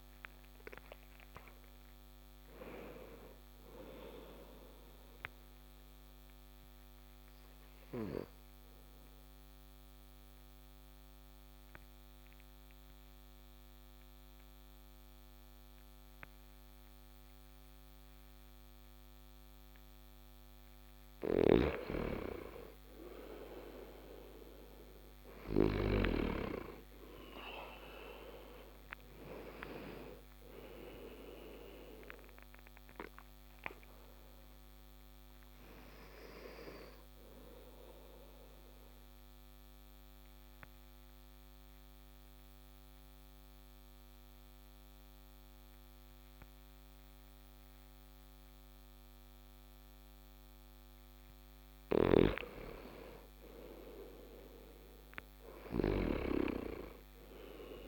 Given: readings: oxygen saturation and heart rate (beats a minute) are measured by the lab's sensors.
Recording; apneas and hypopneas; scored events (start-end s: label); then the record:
breathing in sleep by a microphone on the trachea; 2
5.00-19.00 s: mixed apnea (oxygen 96% before, 91% lowest)
26.50-31.00 s: arousal
33.50-54.50 s: oxygen desaturation (device-marked, oxygen 96% before, 91% lowest)
37.50-50.00 s: mixed apnea (oxygen 96% before, 91% lowest)
55.00-57.88 s: arousal
From the record:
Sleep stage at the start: N2 (light sleep); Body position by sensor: on the back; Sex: male